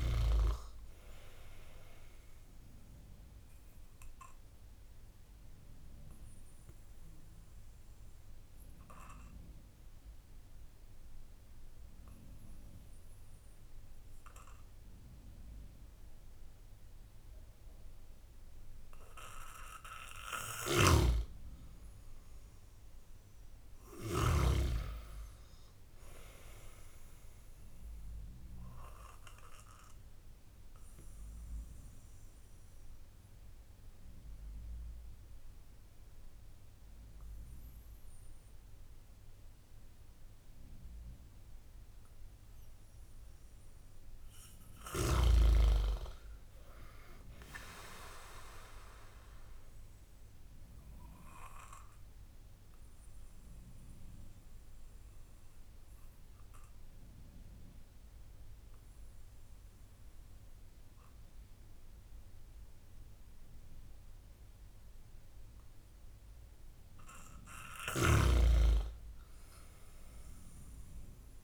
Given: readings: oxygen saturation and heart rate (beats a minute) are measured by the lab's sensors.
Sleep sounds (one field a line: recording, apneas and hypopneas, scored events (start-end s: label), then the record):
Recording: breathing in sleep by a room microphone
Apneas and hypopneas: 3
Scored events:
0.00-20.00 s: oxygen desaturation (device-marked, oxygen 92% lowest)
4.50-20.00 s: obstructive apnea (oxygen 97% before, 92% lowest)
20.50-24.50 s: snoring (device-marked)
21.50-25.50 s: arousal
29.50-43.00 s: obstructive apnea (oxygen 97% before, 94% lowest)
45.00-48.00 s: arousal
50.50-66.50 s: obstructive apnea (oxygen 97% before, 94% lowest)
68.00-70.50 s: arousal
From the record:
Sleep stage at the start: N2 (light sleep)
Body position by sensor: on the back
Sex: male